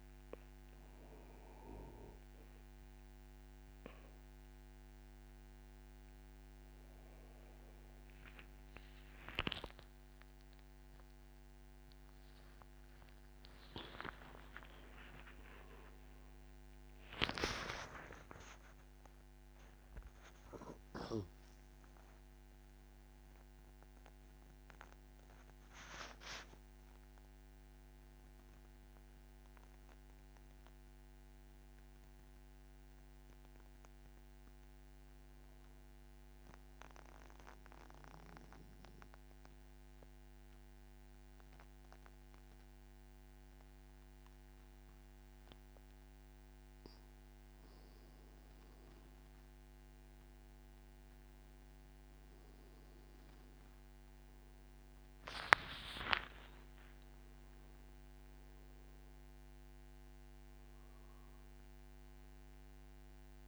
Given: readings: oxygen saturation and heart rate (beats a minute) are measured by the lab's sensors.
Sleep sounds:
a person partly awake in a sleep study, by a microphone on the trachea; 1
0.00-13.50 s: oxygen desaturation (device-marked, oxygen 90% lowest, heart rate 62 extreme)
11.50-18.50 s: tachycardia (device-marked, heart rate 62 before, 115 extreme)
23.50-63.48 s: new sleep stage, N1 (lightest sleep)
36.50-47.50 s: obstructive apnea (oxygen 96% before, 93% lowest, heart rate 92 before, 52 extreme, up 4 after)
49.00-51.50 s: arousal
52.50-63.48 s: oxygen desaturation (device-marked, oxygen 96% before, 93% lowest, heart rate 65 before, 52 extreme)
57.50-61.00 s: arousal
From the record:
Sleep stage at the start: awake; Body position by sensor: on the back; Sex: male

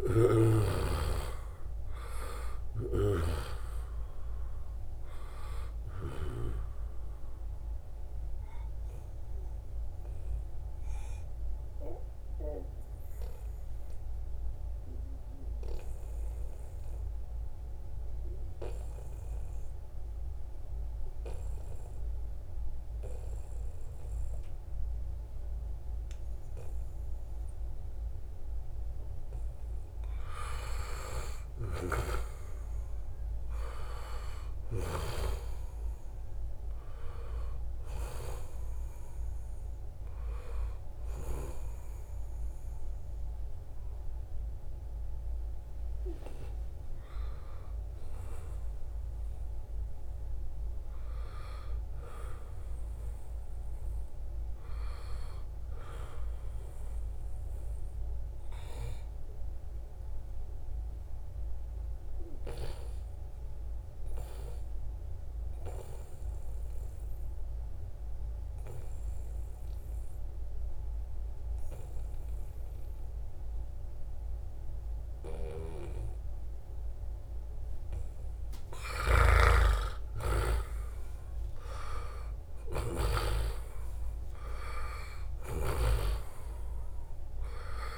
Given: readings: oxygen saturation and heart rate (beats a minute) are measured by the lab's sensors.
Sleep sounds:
breathing in sleep by a room microphone; 2
0.00-22.00 s: oxygen desaturation (device-marked, oxygen 88% lowest, heart rate 73 extreme)
8.00-28.50 s: obstructive apnea (oxygen 96% before, 88% lowest, heart rate 78 before, 75 extreme, up 2 after)
30.50-34.50 s: arousal
39.00-53.00 s: oxygen desaturation (device-marked, oxygen 96% before, 92% lowest, heart rate 76 before, 75 extreme)
54.50-58.00 s: arousal
60.50-77.50 s: obstructive apnea (oxygen 96% before, 89% lowest, heart rate 81 before, 75 extreme, up 2 after)
78.00-87.98 s: oxygen desaturation (device-marked, oxygen 95% before, 90% lowest, heart rate 78 before, 73 extreme)
78.50-83.00 s: snoring (device-marked)
79.00-84.50 s: arousal
85.00-87.98 s: snoring (device-marked)
From the record:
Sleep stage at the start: N2 (light sleep); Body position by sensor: on the back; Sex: male

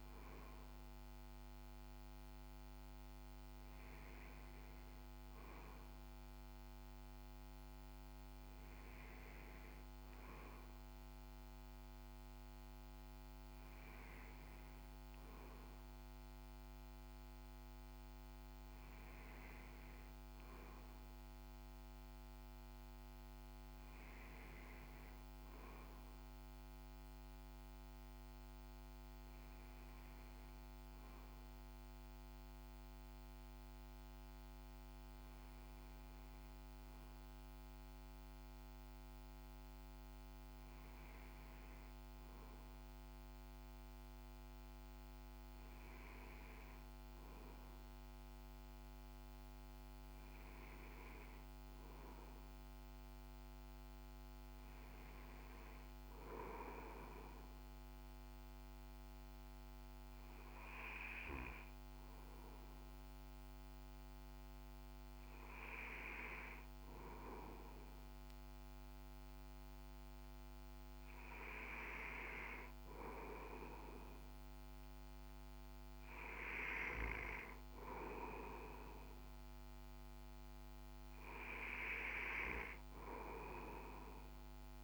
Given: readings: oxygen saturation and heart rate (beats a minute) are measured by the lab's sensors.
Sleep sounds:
breathing in sleep by a microphone on the trachea; none
none scored
From the record:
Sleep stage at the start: N2 (light sleep); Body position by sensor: on the back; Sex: male

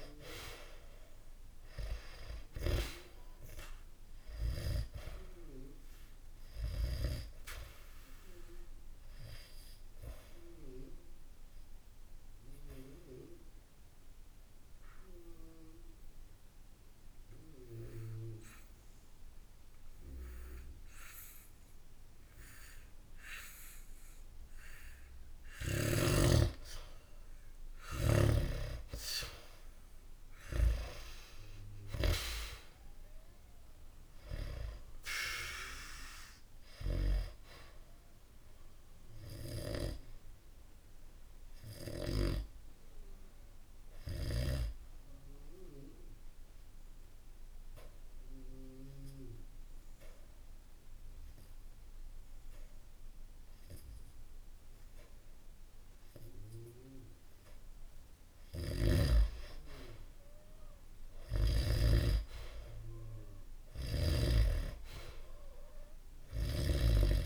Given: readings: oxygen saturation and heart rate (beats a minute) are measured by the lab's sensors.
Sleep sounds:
breathing in sleep by a room microphone; 2
0.00-1.50 s: arousal
0.00-2.50 s: snoring (device-marked)
5.50-21.50 s: oxygen desaturation (device-marked, oxygen 98% before, 90% lowest, heart rate 67 before, 67 extreme)
6.50-25.50 s: obstructive apnea (oxygen 98% before, 90% lowest, heart rate 67 before, 67 extreme)
25.50-30.50 s: snoring (device-marked)
28.00-32.00 s: arousal
33.50-55.50 s: oxygen desaturation (device-marked, oxygen 97% before, 91% lowest, heart rate 69 before, 64 extreme)
39.50-57.50 s: obstructive apnea (oxygen 97% before, 89% lowest, heart rate 68 before, 64 extreme)
58.00-61.50 s: snoring (device-marked)
59.00-63.50 s: arousal
From the record:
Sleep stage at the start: N2 (light sleep); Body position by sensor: on the back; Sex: male

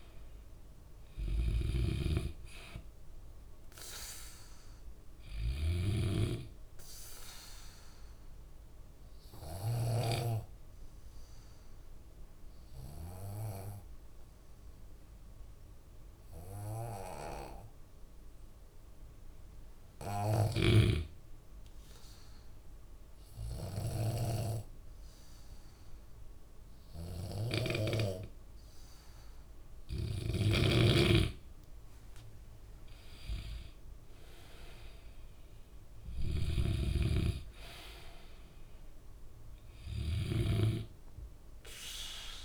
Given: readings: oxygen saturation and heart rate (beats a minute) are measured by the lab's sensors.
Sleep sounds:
breathing in sleep by a room microphone; 1
0.00-15.50 s: oxygen desaturation (device-marked, oxygen 90% lowest, heart rate 61 extreme)
7.00-30.00 s: obstructive apnea (oxygen 97% before, 91% lowest, heart rate 66 before, 63 extreme, up 6 after)
29.50-42.45 s: oxygen desaturation (device-marked, oxygen 97% before, 91% lowest, heart rate 65 before, 60 extreme)
30.50-41.00 s: snoring (device-marked)
33.00-36.50 s: arousal
From the record:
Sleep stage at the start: N2 (light sleep); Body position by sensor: on the back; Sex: male

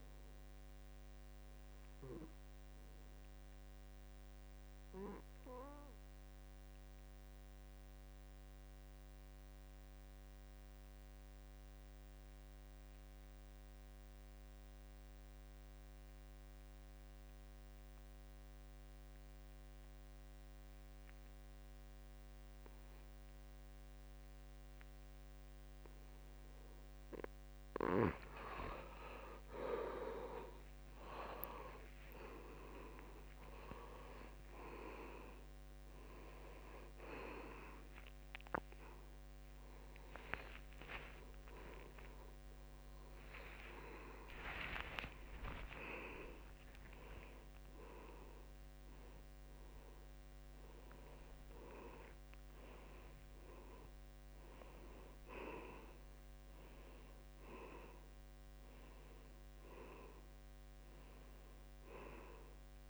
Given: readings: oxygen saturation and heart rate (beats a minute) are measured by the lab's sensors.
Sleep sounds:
a person partly awake in a sleep study, by a microphone on the trachea; 1
0.00-5.00 s: oxygen desaturation (device-marked, oxygen 75% lowest, heart rate 64 extreme)
1.00-27.50 s: obstructive apnea (oxygen 86% before, 77% lowest, heart rate 96 before, 64 extreme)
19.00-58.00 s: oxygen desaturation (device-marked, oxygen 98% before, 77% lowest, heart rate 68 before, 73 extreme)
30.50-32.50 s: long interval between heartbeats (device-marked, heart rate 69 before, 87 extreme)
39.00-62.90 s: new sleep stage, awake
40.00-42.00 s: long interval between heartbeats (device-marked, heart rate 93 before, 93 extreme)
44.00-46.00 s: long interval between heartbeats (device-marked, heart rate 98 before, 98 extreme)
47.50-49.50 s: long interval between heartbeats (device-marked, heart rate 102 before, 111 extreme)
49.50-51.50 s: long interval between heartbeats (device-marked, heart rate 106 before, 143 extreme)
From the record:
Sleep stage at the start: N2 (light sleep); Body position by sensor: on the back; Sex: male

